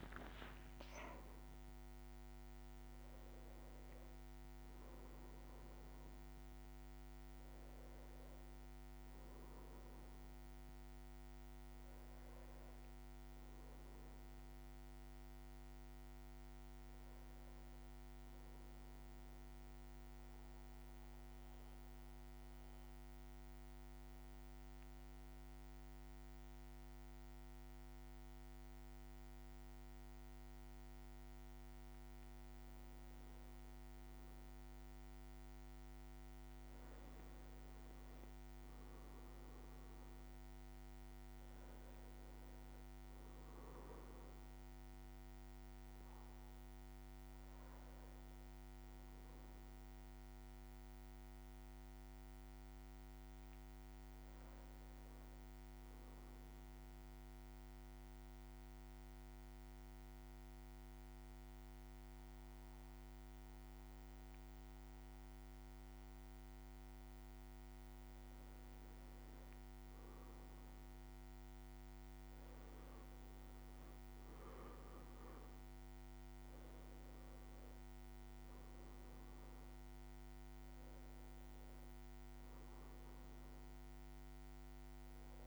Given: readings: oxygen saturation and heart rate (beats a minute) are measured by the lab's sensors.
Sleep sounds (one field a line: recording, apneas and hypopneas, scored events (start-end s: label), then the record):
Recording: breathing in sleep, hard to hear, by a microphone on the trachea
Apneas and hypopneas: 2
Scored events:
0.00-3.00 s: arousal
1.50-11.50 s: drop in pulse transit time (device-marked, heart rate 61 before, 59 extreme)
7.50-19.50 s: bradycardia (device-marked, heart rate 58 before, 57 extreme)
19.00-32.00 s: obstructive apnea (oxygen 99% before, 95% lowest, heart rate 59 before, 53 extreme, up 6 after)
26.50-85.47 s: bradycardia (device-marked, heart rate 58 before, 53 extreme)
32.50-35.00 s: leg movement (device-marked)
34.50-39.00 s: arousal
35.50-56.50 s: oxygen desaturation (device-marked, oxygen 99% before, 95% lowest, heart rate 58 before, 55 extreme)
56.50-67.50 s: mixed apnea (oxygen 99% before, 95% lowest, heart rate 57 before, 55 extreme, up 3 after)
70.00-74.50 s: arousal
70.50-72.50 s: leg movement (device-marked)
70.50-85.47 s: drop in pulse transit time (device-marked, heart rate 56 before, 56 extreme)
76.50-85.47 s: oxygen desaturation (device-marked, oxygen 98% before, 95% lowest, heart rate 56 before, 55 extreme)
From the record:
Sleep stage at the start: N1 (lightest sleep)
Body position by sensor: on the back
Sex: male